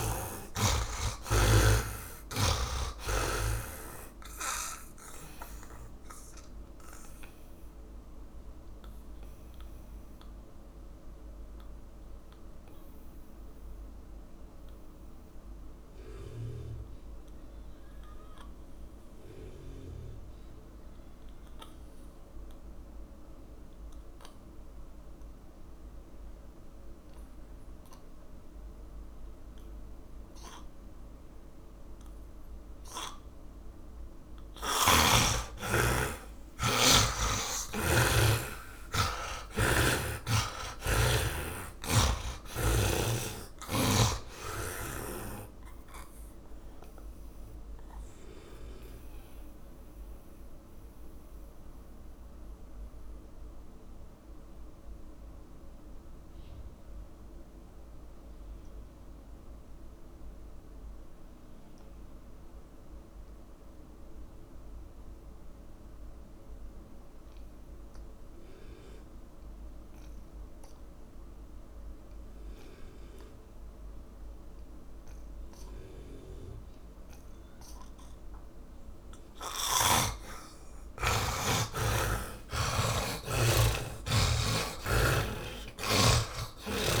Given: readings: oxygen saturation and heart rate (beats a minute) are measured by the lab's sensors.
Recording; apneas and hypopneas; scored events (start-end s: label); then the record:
breathing in sleep by a room microphone; 2
0.00-3.00 s: arousal
0.00-26.50 s: oxygen desaturation (device-marked, oxygen 77% lowest)
7.00-34.00 s: mixed apnea (oxygen 100% before, 76% lowest)
36.50-40.50 s: arousal
40.50-64.50 s: oxygen desaturation (device-marked, oxygen 100% before, 77% lowest)
47.00-78.50 s: mixed apnea (oxygen 100% before, 76% lowest)
77.50-87.00 s: oxygen desaturation (device-marked, oxygen 100% before, 76% lowest)
80.50-84.50 s: arousal
From the record:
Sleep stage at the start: N2 (light sleep); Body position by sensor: on the back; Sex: male